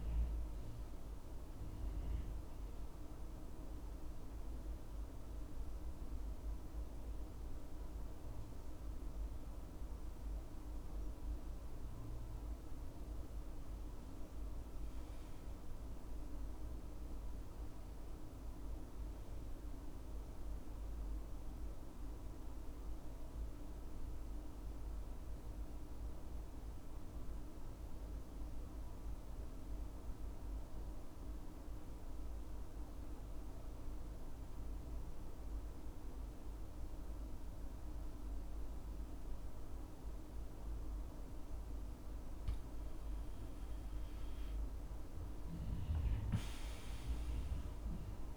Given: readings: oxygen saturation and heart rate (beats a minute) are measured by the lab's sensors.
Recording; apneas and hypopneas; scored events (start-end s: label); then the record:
breathing in sleep, hard to hear, by a room microphone; 2
0.00-11.50 s: oxygen desaturation (device-marked, oxygen 91% lowest, heart rate 67 extreme)
2.00-12.00 s: central apnea (oxygen 98% before, 81% lowest, heart rate 70 before, 67 extreme, up 6 after)
14.00-17.50 s: arousal
21.00-42.00 s: mixed apnea (oxygen 96% before, 81% lowest, heart rate 70 before, 67 extreme, up 6 after)
26.50-38.50 s: oxygen desaturation (device-marked, oxygen 94% before, 90% lowest, heart rate 69 before, 69 extreme)
40.50-48.37 s: oxygen desaturation (device-marked, oxygen 96% before, 81% lowest, heart rate 69 before, 69 extreme)
43.50-47.50 s: arousal
From the record:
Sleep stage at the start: N2 (light sleep); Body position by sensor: on the back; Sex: male